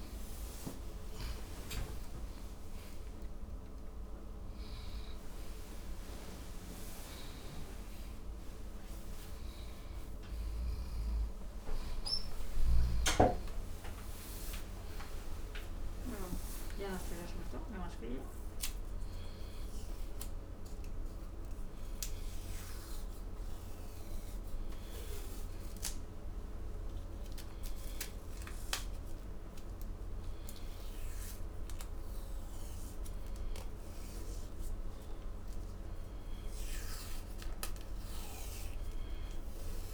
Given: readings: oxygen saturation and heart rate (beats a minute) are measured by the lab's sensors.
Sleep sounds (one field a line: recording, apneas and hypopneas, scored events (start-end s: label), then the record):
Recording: a person awake in a sleep study, by a room microphone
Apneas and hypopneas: none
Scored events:
9.50-22.50 s: oxygen desaturation (device-marked, oxygen 98% before, 94% lowest, heart rate 107 before, 47 extreme)
37.50-39.94 s: new sleep stage, N1 (lightest sleep)
From the record:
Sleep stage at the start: awake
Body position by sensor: on the back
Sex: male